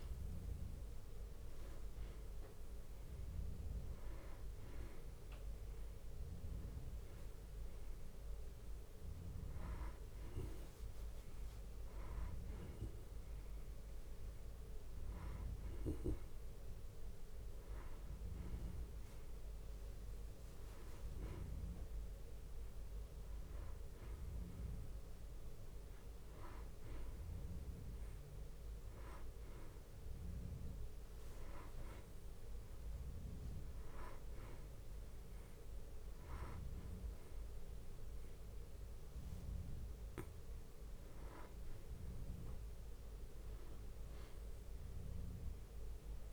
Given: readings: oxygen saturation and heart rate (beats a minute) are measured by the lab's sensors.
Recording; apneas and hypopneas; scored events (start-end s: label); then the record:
a person partly awake in a sleep study, by a room microphone; none
0.00-9.50 s: tachycardia (device-marked, heart rate 171 extreme)
0.50-2.50 s: long interval between heartbeats (device-marked, heart rate 61 before, 126 extreme)
3.50-5.50 s: long interval between heartbeats (device-marked, heart rate 74 before, 155 extreme)
4.50-16.50 s: drop in pulse transit time (device-marked, heart rate 79 before, 60 extreme)
6.00-8.00 s: long interval between heartbeats (device-marked, heart rate 83 before, 129 extreme)
9.50-11.50 s: long interval between heartbeats (device-marked, heart rate 99 before, 129 extreme)
13.50-15.50 s: long interval between heartbeats (device-marked, heart rate 111 before, 65 extreme)
14.50-30.50 s: bradycardia (device-marked)
15.50-17.50 s: long interval between heartbeats (device-marked, heart rate 113 before, 60 extreme)
19.50-21.50 s: long interval between heartbeats (device-marked, heart rate 112 before, 58 extreme)
28.50-30.50 s: long interval between heartbeats (device-marked)
29.50-46.33 s: new sleep stage, awake
31.50-33.50 s: long interval between heartbeats (device-marked, heart rate 55 before, 35 extreme)
32.50-36.50 s: tachycardia (device-marked, heart rate 63 before, 111 extreme)
33.50-35.50 s: long interval between heartbeats (device-marked, heart rate 48 before, 98 extreme)
39.00-41.00 s: long interval between heartbeats (device-marked, heart rate 59 before, 99 extreme)
41.00-43.00 s: long interval between heartbeats (device-marked, heart rate 64 before, 90 extreme)
42.50-46.33 s: bradycardia (device-marked, heart rate 64 before, 30 extreme)
From the record:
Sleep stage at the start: N2 (light sleep); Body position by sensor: on the back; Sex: male